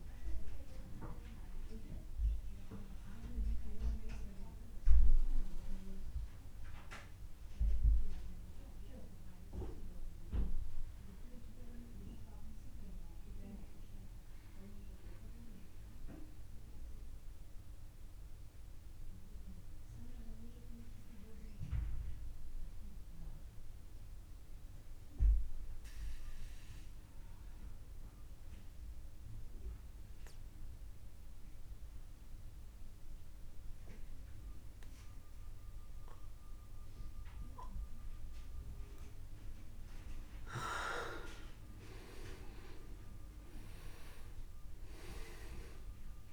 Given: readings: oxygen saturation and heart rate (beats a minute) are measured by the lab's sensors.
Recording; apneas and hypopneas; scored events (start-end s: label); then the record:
breathing in sleep by a room microphone; 1
2.50-21.50 s: oxygen desaturation (device-marked, oxygen 98% before, 93% lowest, heart rate 48 before, 26 extreme)
17.00-40.00 s: obstructive apnea (oxygen 98% before, 92% lowest, heart rate 38 before, 26 extreme, up 3 after)
42.50-46.00 s: arousal
44.50-46.33 s: oxygen desaturation (device-marked, oxygen 98% before, 92% lowest, heart rate 50 before, 27 extreme)
From the record:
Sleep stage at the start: N2 (light sleep); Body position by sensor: on the back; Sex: male